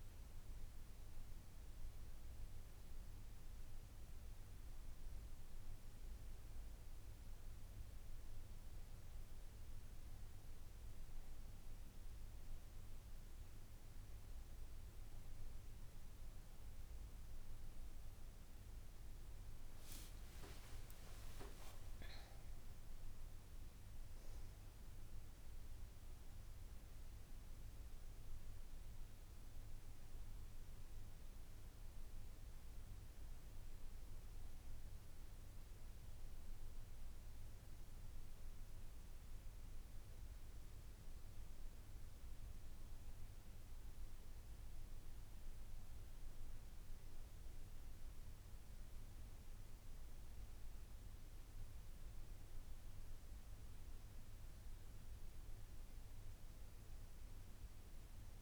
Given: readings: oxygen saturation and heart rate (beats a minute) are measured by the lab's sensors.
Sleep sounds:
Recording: breathing in sleep, hard to hear, by a room microphone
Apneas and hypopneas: none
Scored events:
18.00-22.00 s: arousal
From the record:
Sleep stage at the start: N2 (light sleep)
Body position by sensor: on the right side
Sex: female

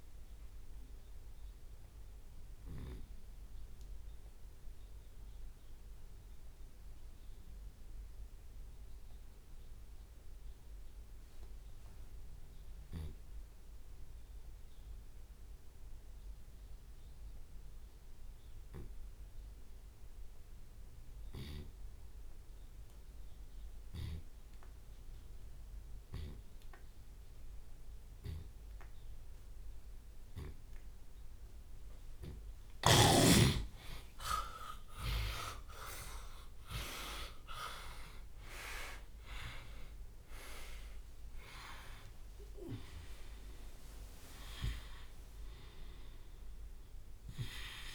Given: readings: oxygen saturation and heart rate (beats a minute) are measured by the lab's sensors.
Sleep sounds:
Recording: breathing in sleep by a room microphone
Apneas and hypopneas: 1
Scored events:
0.00-1.00 s: long interval between heartbeats (device-marked, heart rate 84 extreme)
0.00-3.00 s: drop in pulse transit time (device-marked, heart rate 75 extreme)
1.00-32.00 s: obstructive apnea (oxygen 97% before, 70% lowest)
11.00-30.00 s: oxygen desaturation (device-marked, oxygen 95% before, 70% lowest)
28.00-30.00 s: long interval between heartbeats (device-marked, heart rate 60 before, 64 extreme)
32.00-47.95 s: tachycardia (device-marked, heart rate 76 before, 147 extreme)
32.50-34.50 s: long interval between heartbeats (device-marked, heart rate 61 before, 80 extreme)
33.50-39.00 s: arousal
34.00-47.95 s: drop in pulse transit time (device-marked)
35.00-37.00 s: long interval between heartbeats (device-marked, heart rate 64 before, 102 extreme)
45.50-47.50 s: long interval between heartbeats (device-marked, heart rate 97 before, 133 extreme)
From the record:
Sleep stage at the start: N2 (light sleep)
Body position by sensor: on the left side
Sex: male

